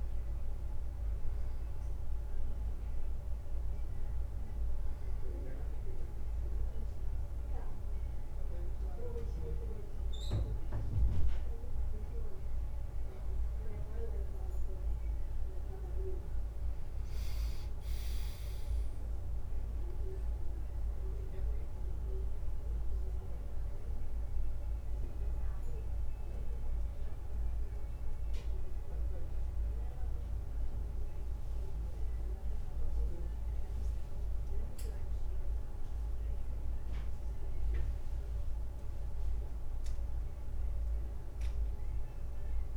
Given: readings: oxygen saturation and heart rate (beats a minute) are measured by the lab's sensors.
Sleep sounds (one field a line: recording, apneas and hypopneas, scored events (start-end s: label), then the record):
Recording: a person awake in a sleep study, by a room microphone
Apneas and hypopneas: none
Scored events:
none scored
From the record:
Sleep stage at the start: awake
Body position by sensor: on the back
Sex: male